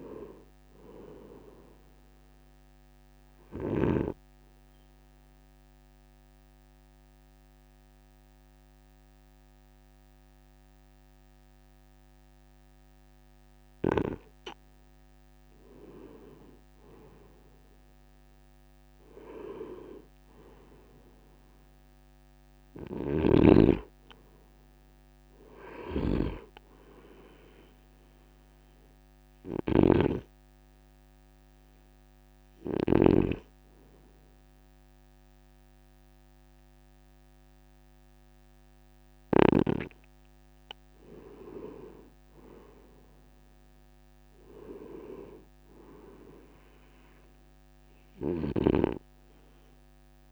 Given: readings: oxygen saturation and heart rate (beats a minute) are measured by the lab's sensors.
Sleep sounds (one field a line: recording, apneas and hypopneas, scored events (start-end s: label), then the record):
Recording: breathing in sleep by a microphone on the trachea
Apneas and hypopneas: 2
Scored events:
4.00-14.00 s: obstructive apnea (oxygen 98% before, 94% lowest, heart rate 55 before, 51 extreme, up 5 after)
16.00-20.00 s: arousal
22.50-33.00 s: snoring (device-marked)
30.00-41.50 s: hypopnea (oxygen 96% before, 93% lowest, heart rate 54 before, 52 extreme, up 5 after)
43.50-47.00 s: arousal
48.00-50.32 s: snoring (device-marked)
From the record:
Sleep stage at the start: N2 (light sleep)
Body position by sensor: on the right side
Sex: male